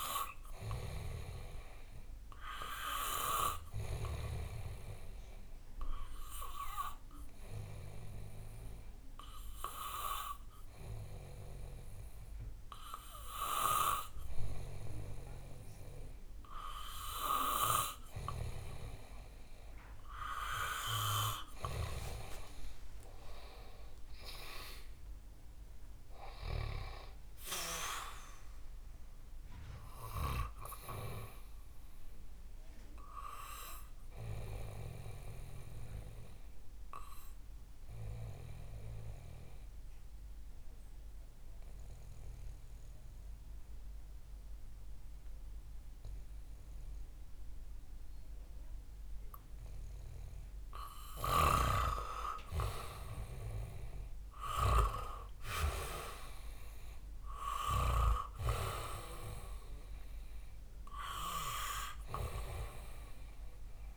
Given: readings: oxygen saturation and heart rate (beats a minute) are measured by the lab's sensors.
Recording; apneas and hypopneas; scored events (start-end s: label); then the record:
breathing in sleep by a room microphone; 2
5.50-20.50 s: hypopnea (oxygen 98% before, 88% lowest, heart rate 66 before, 60 extreme, up 11 after)
6.00-21.00 s: oxygen desaturation (device-marked, oxygen 98% before, 92% lowest, heart rate 66 before, 60 extreme)
22.50-26.50 s: arousal
26.00-32.00 s: oxygen desaturation (device-marked, oxygen 94% before, 91% lowest, heart rate 67 before, 60 extreme)
34.50-50.50 s: obstructive apnea (oxygen 96% before, 88% lowest, heart rate 69 before, 60 extreme, up 13 after)
51.50-55.00 s: snoring (device-marked)
53.00-56.50 s: arousal
56.00-63.97 s: oxygen desaturation (device-marked, oxygen 97% before, 88% lowest, heart rate 64 before, 61 extreme)
From the record:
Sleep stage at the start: N2 (light sleep); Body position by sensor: on the back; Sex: male